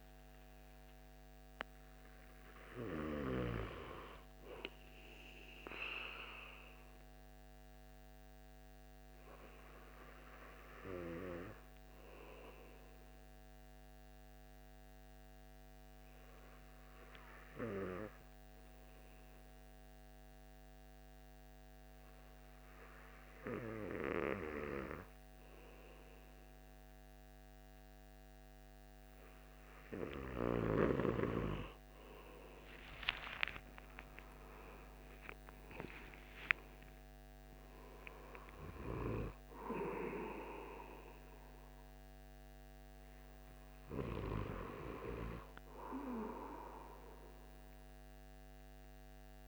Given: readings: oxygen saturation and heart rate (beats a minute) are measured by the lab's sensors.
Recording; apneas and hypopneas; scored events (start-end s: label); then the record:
breathing in sleep by a microphone on the trachea; 1
7.00-33.00 s: hypopnea (oxygen 97% before, 93% lowest, heart rate 80 before, 63 extreme, up 49 after)
33.50-37.50 s: arousal
35.50-49.48 s: oxygen desaturation (device-marked, oxygen 97% before, 93% lowest, heart rate 77 before, 63 extreme)
From the record:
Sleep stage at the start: N2 (light sleep); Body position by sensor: on the back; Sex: male